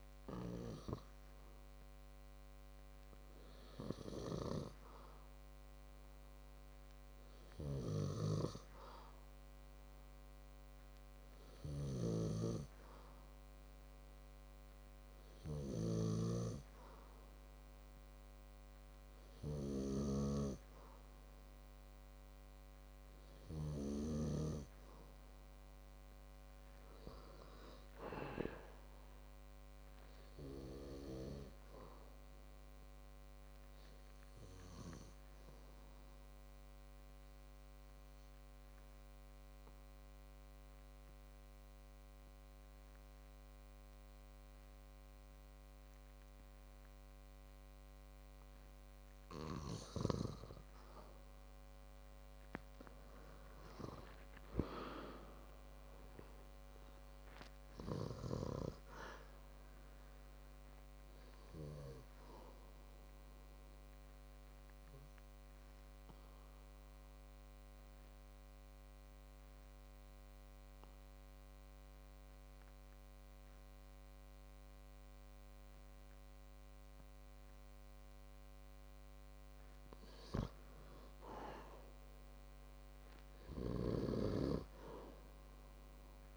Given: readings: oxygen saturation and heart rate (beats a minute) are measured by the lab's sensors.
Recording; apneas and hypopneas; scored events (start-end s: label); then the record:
breathing in sleep by a microphone on the trachea; 3
2.00-5.50 s: arousal
10.00-24.00 s: obstructive apnea (oxygen 99% before, 94% lowest, heart rate 62 before, 56 extreme, up 6 after)
12.50-17.00 s: snoring (device-marked)
27.50-31.00 s: arousal
36.00-49.50 s: obstructive apnea (oxygen 98% before, 94% lowest, heart rate 60 before, 52 extreme, up 9 after)
52.50-56.50 s: arousal
66.50-78.50 s: obstructive apnea (oxygen 96% before, 94% lowest, heart rate 63 before, 52 extreme, up 10 after)
80.50-84.00 s: arousal
From the record:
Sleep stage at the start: N2 (light sleep); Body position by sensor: on the back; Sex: male